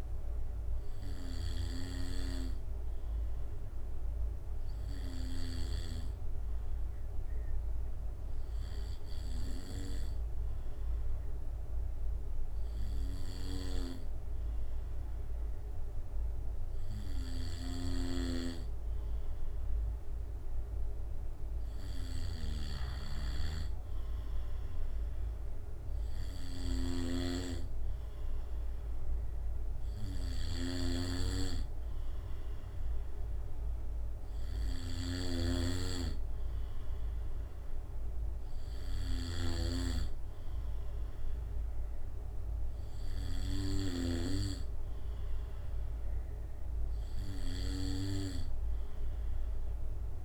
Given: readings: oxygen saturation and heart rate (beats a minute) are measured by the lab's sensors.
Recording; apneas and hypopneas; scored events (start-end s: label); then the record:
breathing in sleep by a room microphone; 1
6.00-19.50 s: obstructive apnea (oxygen 95% before, 94% lowest, heart rate 68 before, 64 extreme, up 2 after)
26.50-30.00 s: arousal
30.50-39.50 s: snoring (device-marked)
32.50-34.50 s: long interval between heartbeats (device-marked, heart rate 68 before, 64 extreme)
From the record:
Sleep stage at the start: N2 (light sleep); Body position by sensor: on the back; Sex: male